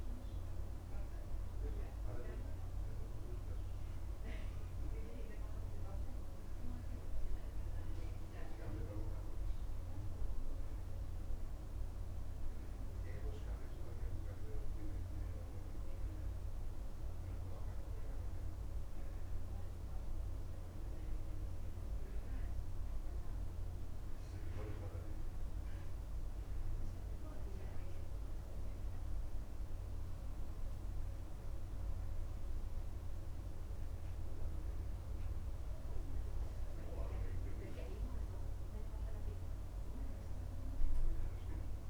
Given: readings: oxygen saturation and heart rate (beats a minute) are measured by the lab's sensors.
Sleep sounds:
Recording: breathing in sleep, hard to hear, by a room microphone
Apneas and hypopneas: none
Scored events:
none scored
From the record:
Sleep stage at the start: N2 (light sleep)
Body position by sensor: on the back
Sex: male

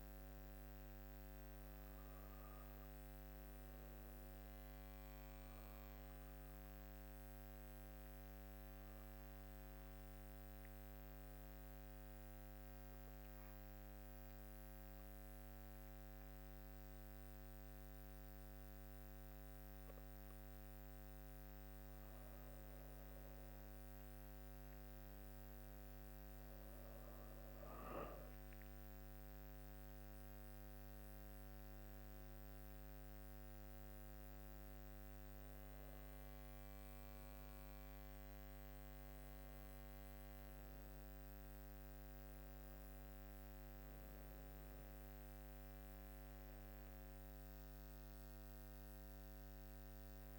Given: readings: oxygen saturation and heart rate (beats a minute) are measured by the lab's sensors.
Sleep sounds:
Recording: breathing in sleep, hard to hear, by a microphone on the trachea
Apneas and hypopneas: 1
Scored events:
6.00-21.00 s: obstructive apnea (oxygen 98% before, 94% lowest, heart rate 59 before, 55 extreme, up 15 after)
19.50-44.50 s: oxygen desaturation (device-marked, oxygen 98% before, 94% lowest, heart rate 59 before, 53 extreme)
22.50-26.50 s: arousal
From the record:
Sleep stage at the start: N2 (light sleep)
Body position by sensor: on the back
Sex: female

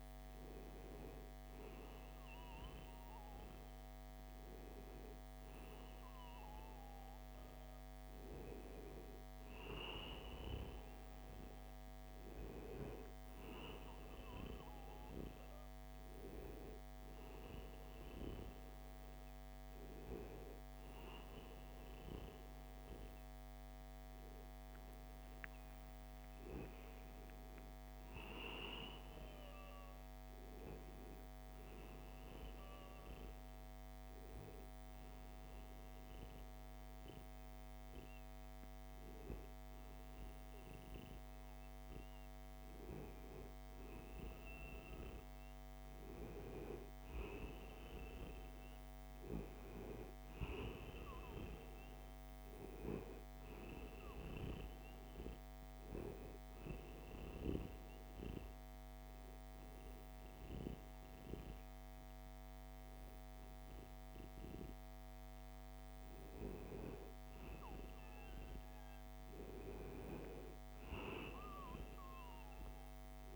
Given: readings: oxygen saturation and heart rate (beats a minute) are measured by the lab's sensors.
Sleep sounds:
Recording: breathing in sleep by a microphone on the trachea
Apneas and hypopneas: 2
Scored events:
24.50-26.50 s: long interval between heartbeats (device-marked, heart rate 77 before, 96 extreme)
32.00-43.00 s: hypopnea (oxygen 94% before, 90% lowest, heart rate 83 before, 74 extreme, up 0 after)
45.00-49.00 s: arousal
56.00-66.00 s: hypopnea (oxygen 93% before, 90% lowest, heart rate 76 before, 74 extreme, up 0 after)
69.00-73.36 s: arousal
From the record:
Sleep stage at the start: N1 (lightest sleep)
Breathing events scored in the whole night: 499 in 6.2 hours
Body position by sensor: on the right side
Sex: male

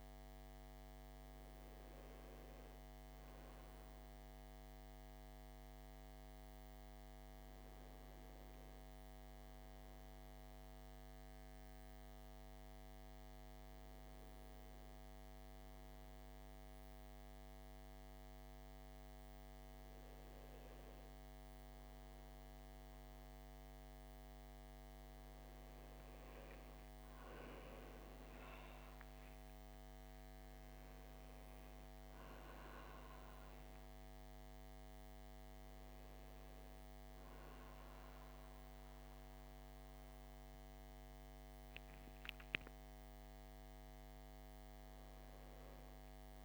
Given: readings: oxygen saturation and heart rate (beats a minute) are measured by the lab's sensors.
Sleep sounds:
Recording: breathing in sleep, hard to hear, by a microphone on the trachea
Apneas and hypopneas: 1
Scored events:
0.00-7.00 s: oxygen desaturation (device-marked, oxygen 91% lowest, heart rate 58 extreme)
9.00-22.50 s: hypopnea (oxygen 100% before, 91% lowest, heart rate 60 before, 58 extreme, up 12 after)
26.00-30.50 s: arousal
From the record:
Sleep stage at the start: N1 (lightest sleep)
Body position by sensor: on the back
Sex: male

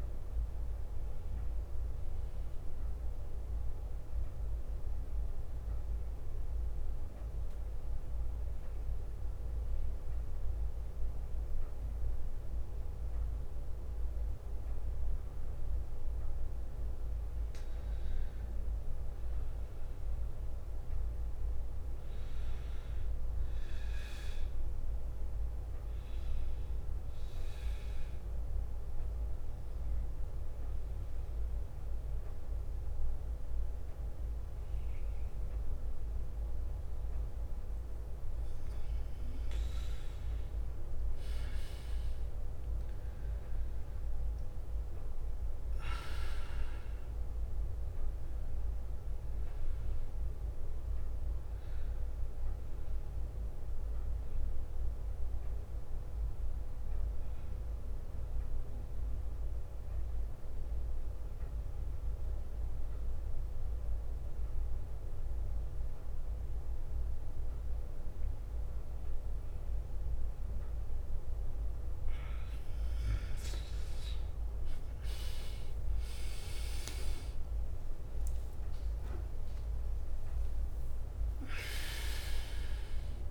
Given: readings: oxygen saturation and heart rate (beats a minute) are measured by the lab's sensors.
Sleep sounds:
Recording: breathing in sleep, hard to hear, by a room microphone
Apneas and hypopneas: 3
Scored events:
0.00-10.50 s: oxygen desaturation (device-marked, oxygen 92% lowest, heart rate 57 extreme)
2.00-13.50 s: hypopnea (oxygen 99% before, 92% lowest, heart rate 64 before, 57 extreme, up 2 after)
9.50-15.50 s: bradycardia (device-marked, heart rate 65 before, 59 extreme)
15.50-18.50 s: arousal
20.50-37.50 s: bradycardia (device-marked, heart rate 65 before, 57 extreme)
21.50-35.50 s: oxygen desaturation (device-marked, oxygen 99% before, 93% lowest, heart rate 60 before, 57 extreme)
24.00-38.00 s: obstructive apnea (oxygen 99% before, 91% lowest, heart rate 60 before, 57 extreme, up 7 after)
40.50-45.50 s: arousal
48.50-64.50 s: oxygen desaturation (device-marked, oxygen 96% before, 92% lowest, heart rate 60 before, 57 extreme)
52.50-73.50 s: bradycardia (device-marked, heart rate 65 before, 57 extreme)
53.50-73.00 s: mixed apnea (oxygen 96% before, 91% lowest, heart rate 61 before, 56 extreme, up 36 after)
75.00-80.50 s: arousal
76.00-79.00 s: leg movement (device-marked)
76.50-83.31 s: oxygen desaturation (device-marked, oxygen 97% before, 91% lowest, heart rate 58 before, 54 extreme)
79.00-81.00 s: long interval between heartbeats (device-marked, heart rate 59 before, 92 extreme)
81.50-83.31 s: drop in pulse transit time (device-marked, heart rate 64 before, 60 extreme)
From the record:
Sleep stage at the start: N2 (light sleep)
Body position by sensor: on the back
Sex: male

